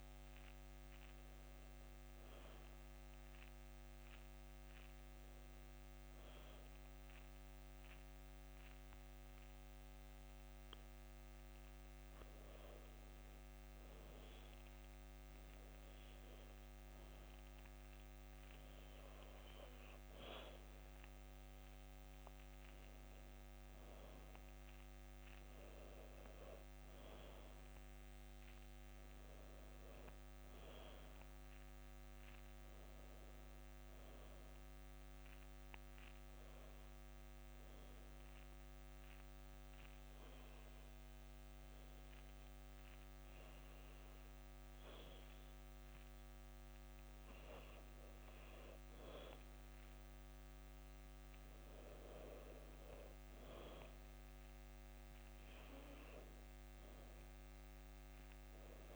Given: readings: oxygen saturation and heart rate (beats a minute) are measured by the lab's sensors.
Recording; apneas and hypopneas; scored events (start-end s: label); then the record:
breathing in sleep, hard to hear, by a microphone on the trachea; 2
4.00-14.50 s: hypopnea (oxygen 95% before, 89% lowest, heart rate 79 before, 78 extreme, up 1 after)
18.00-22.00 s: arousal
21.50-30.50 s: oxygen desaturation (device-marked, oxygen 95% before, 90% lowest, heart rate 79 before, 77 extreme)
34.50-46.50 s: obstructive apnea (oxygen 95% before, 89% lowest, heart rate 79 before, 77 extreme, up 0 after)
48.50-52.00 s: arousal
51.50-58.96 s: oxygen desaturation (device-marked, oxygen 95% before, 89% lowest, heart rate 79 before, 78 extreme)
From the record:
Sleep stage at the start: N2 (light sleep); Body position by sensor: on the back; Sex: female